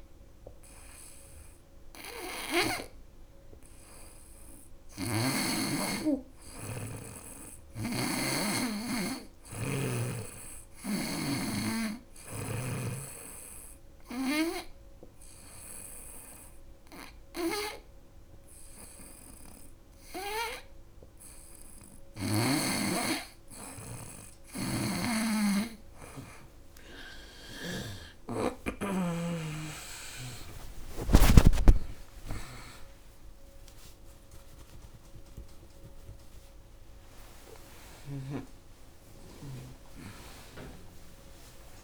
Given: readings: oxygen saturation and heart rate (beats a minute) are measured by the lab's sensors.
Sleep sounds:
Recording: breathing in sleep by a room microphone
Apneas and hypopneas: 1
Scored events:
0.00-2.00 s: snoring (device-marked)
4.00-7.50 s: arousal
11.00-21.50 s: obstructive apnea (oxygen 97% before, 94% lowest, heart rate 77 before, 73 extreme, up 13 after)
23.50-28.00 s: snoring (device-marked)
26.50-32.50 s: arousal
27.50-38.50 s: tachycardia (device-marked, heart rate 81 before, 174 extreme)
39.50-41.84 s: tachycardia (device-marked, heart rate 82 before, 117 extreme)
From the record:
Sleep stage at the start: N2 (light sleep)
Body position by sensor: on the right side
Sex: female

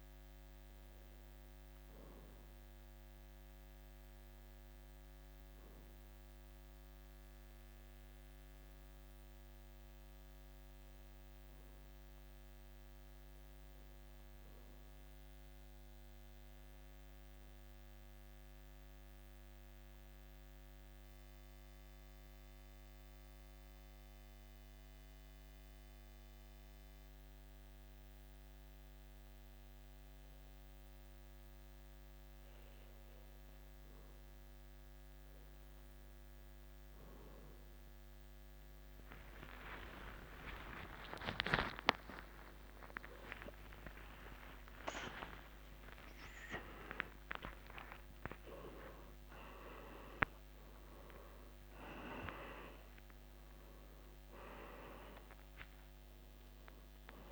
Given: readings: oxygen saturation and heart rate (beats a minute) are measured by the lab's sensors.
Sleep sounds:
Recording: breathing in sleep by a microphone on the trachea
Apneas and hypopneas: 1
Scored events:
0.00-3.00 s: arousal
6.00-34.00 s: hypopnea (oxygen 94% before, 90% lowest, heart rate 55 before, 52 extreme, up 11 after)
39.00-44.50 s: arousal
44.00-53.00 s: tachycardia (device-marked, heart rate 54 before, 174 extreme)
From the record:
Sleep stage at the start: REM sleep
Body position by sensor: on the back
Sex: male

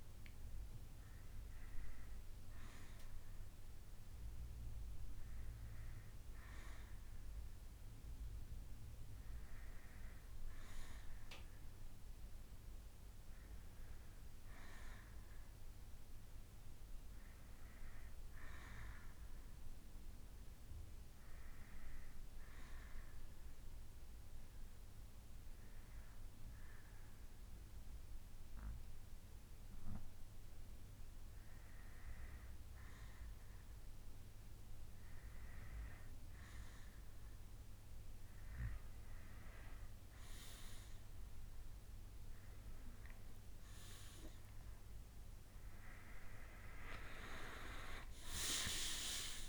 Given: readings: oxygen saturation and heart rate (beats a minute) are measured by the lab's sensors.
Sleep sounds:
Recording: breathing in sleep by a room microphone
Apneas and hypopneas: 1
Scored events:
11.50-49.49 s: new sleep stage, N2 (light sleep)
14.00-18.00 s: arousal
15.50-17.50 s: bradycardia (device-marked, heart rate 68 before, 64 extreme)
19.50-21.50 s: bradycardia (device-marked, heart rate 68 before, 56 extreme)
21.50-32.00 s: obstructive apnea (oxygen 93% before, 89% lowest, heart rate 69 before, 55 extreme, up 11 after)
23.50-26.50 s: bradycardia (device-marked, heart rate 68 before, 56 extreme)
27.50-30.50 s: bradycardia (device-marked, heart rate 68 before, 55 extreme)
37.00-40.50 s: arousal
43.00-48.00 s: arousal
From the record:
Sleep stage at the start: N1 (lightest sleep)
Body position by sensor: on the back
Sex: male

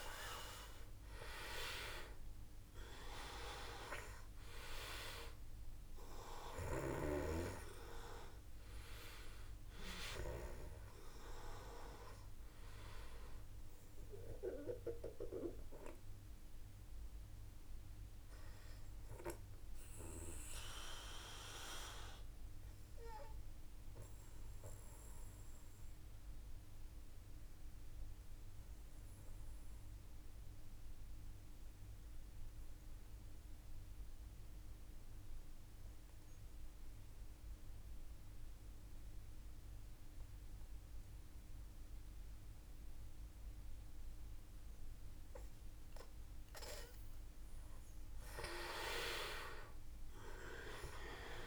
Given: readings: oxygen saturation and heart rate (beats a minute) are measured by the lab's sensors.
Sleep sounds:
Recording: breathing in sleep by a room microphone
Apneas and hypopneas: 1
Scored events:
0.00-4.00 s: arousal
0.00-28.50 s: oxygen desaturation (device-marked, oxygen 89% lowest, heart rate 50 extreme)
5.00-9.50 s: snoring (device-marked)
14.50-45.50 s: obstructive apnea (oxygen 98% before, 89% lowest, heart rate 54 before, 50 extreme, up 5 after)
44.50-51.47 s: oxygen desaturation (device-marked, oxygen 98% before, 90% lowest, heart rate 54 before, 49 extreme)
49.00-51.47 s: arousal
From the record:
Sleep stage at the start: N2 (light sleep)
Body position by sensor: on the back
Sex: male

